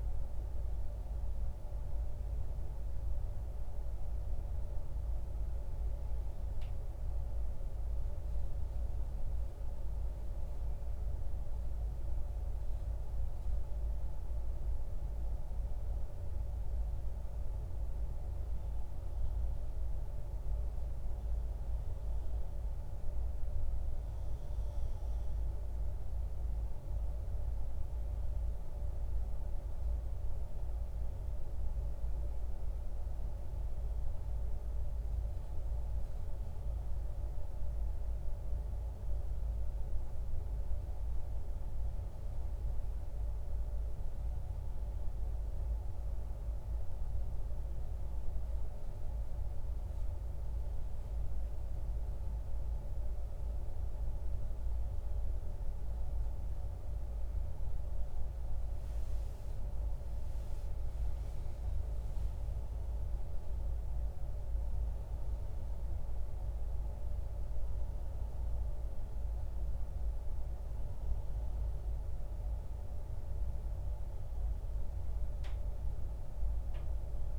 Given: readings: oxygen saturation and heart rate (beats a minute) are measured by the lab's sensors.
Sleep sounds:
breathing in sleep, hard to hear, by a room microphone; none
none scored
From the record:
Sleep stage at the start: N2 (light sleep); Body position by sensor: on the right side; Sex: male

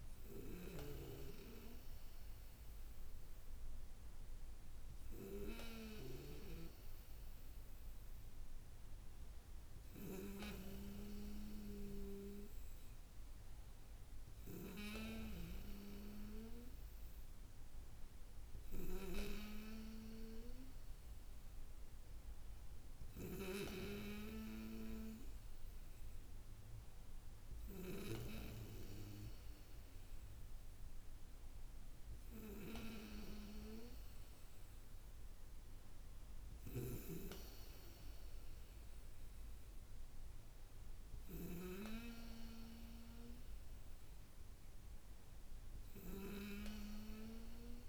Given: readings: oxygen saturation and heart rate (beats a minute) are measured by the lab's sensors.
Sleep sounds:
breathing in sleep by a room microphone; none
none scored
From the record:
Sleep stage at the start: N2 (light sleep); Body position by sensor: on the back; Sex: female

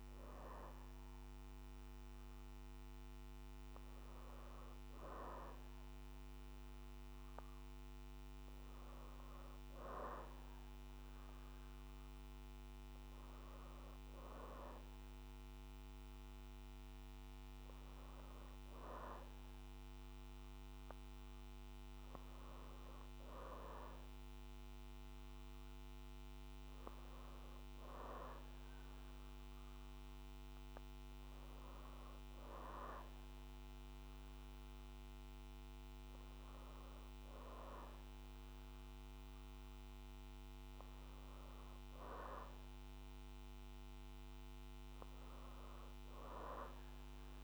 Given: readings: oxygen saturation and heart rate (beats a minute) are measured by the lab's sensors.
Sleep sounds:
breathing in sleep by a microphone on the trachea; none
none scored
From the record:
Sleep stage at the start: N2 (light sleep); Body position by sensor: on the back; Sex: female

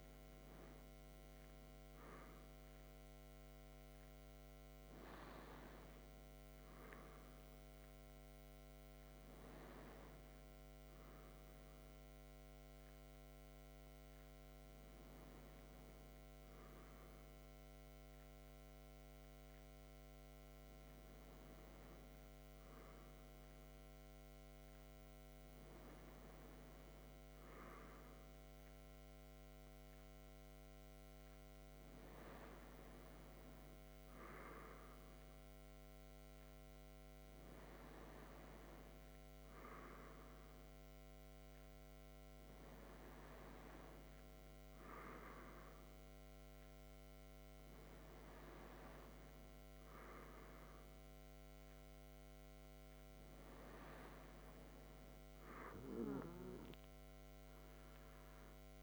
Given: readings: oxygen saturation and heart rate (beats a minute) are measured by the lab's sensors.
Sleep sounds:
breathing in sleep by a microphone on the trachea; none
none scored
From the record:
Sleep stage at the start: N2 (light sleep); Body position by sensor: on the back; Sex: male

